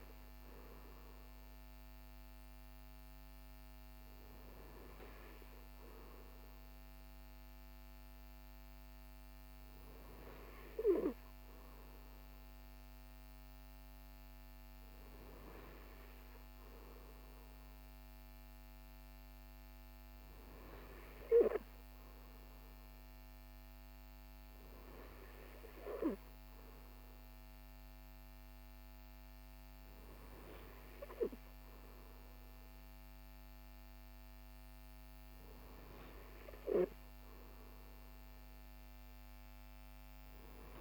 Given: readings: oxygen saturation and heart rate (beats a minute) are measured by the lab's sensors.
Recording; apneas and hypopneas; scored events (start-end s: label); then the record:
breathing in sleep by a microphone on the trachea; none
none scored
From the record:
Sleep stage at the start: N2 (light sleep); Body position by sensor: on the right side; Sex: male